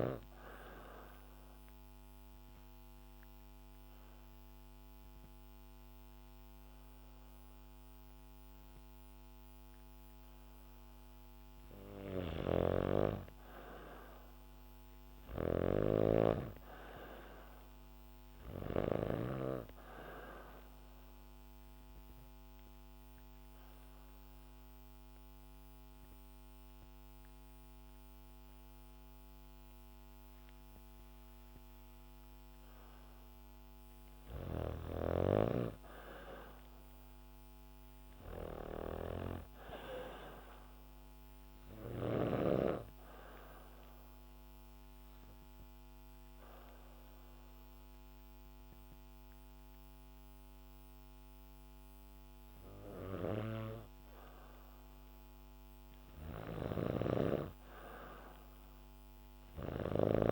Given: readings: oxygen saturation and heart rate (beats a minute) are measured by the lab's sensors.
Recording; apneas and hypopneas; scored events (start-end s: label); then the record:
breathing in sleep by a microphone on the trachea; 3
0.00-9.00 s: oxygen desaturation (device-marked, oxygen 93% lowest, heart rate 64 extreme)
2.00-12.50 s: obstructive apnea (oxygen 96% before, 93% lowest, heart rate 69 before, 63 extreme, up 2 after)
11.50-18.50 s: snoring (device-marked)
14.00-17.00 s: arousal
19.00-32.00 s: oxygen desaturation (device-marked, oxygen 96% before, 93% lowest, heart rate 70 before, 63 extreme)
21.50-33.50 s: obstructive apnea (oxygen 96% before, 93% lowest, heart rate 70 before, 63 extreme, up 7 after)
35.50-38.50 s: arousal
44.00-55.50 s: obstructive apnea (oxygen 96% before, 93% lowest, heart rate 68 before, 66 extreme, up 3 after)
56.00-60.32 s: snoring (device-marked)
57.00-60.32 s: arousal
From the record:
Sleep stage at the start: N2 (light sleep); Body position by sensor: on the back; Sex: female